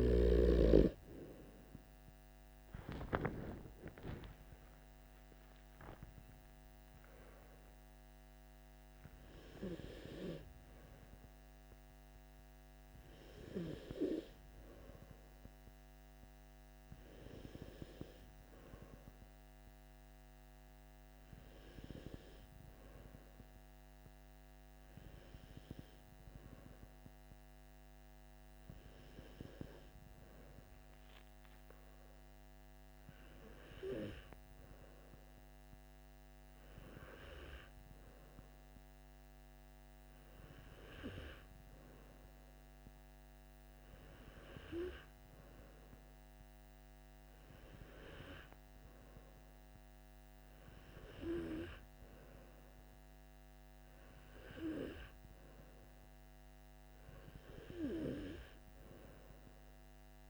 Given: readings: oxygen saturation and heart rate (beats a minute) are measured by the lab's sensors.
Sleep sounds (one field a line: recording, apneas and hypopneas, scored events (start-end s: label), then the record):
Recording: breathing in sleep by a microphone on the trachea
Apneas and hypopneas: none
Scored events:
none scored
From the record:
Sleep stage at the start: N2 (light sleep)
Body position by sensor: on the back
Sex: male